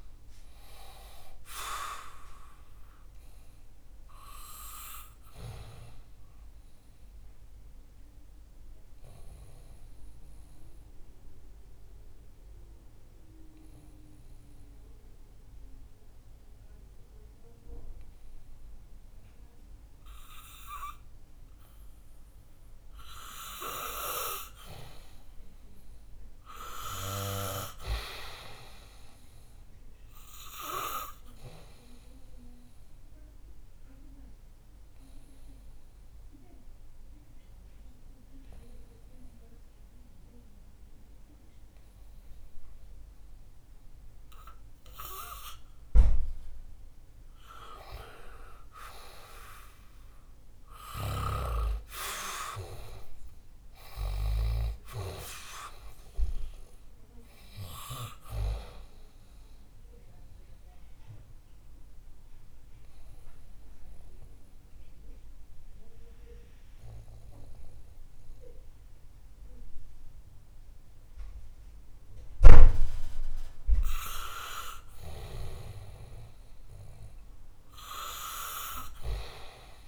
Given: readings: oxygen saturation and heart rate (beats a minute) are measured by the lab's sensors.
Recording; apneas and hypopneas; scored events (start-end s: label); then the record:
breathing in sleep by a room microphone; 3
8.00-23.50 s: obstructive apnea (oxygen 97% before, 90% lowest, heart rate 74 before, 62 extreme, up 7 after)
25.50-28.00 s: arousal
31.50-48.50 s: oxygen desaturation (device-marked, oxygen 98% before, 91% lowest, heart rate 66 before, 59 extreme)
32.50-47.50 s: obstructive apnea (oxygen 98% before, 90% lowest, heart rate 66 before, 59 extreme, up 11 after)
49.00-52.00 s: arousal
60.50-76.50 s: oxygen desaturation (device-marked, oxygen 96% before, 90% lowest, heart rate 68 before, 60 extreme)
61.00-74.50 s: obstructive apnea (oxygen 96% before, 89% lowest, heart rate 68 before, 60 extreme, up 9 after)
75.50-79.50 s: arousal
From the record:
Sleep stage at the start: N2 (light sleep); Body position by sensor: on the back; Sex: male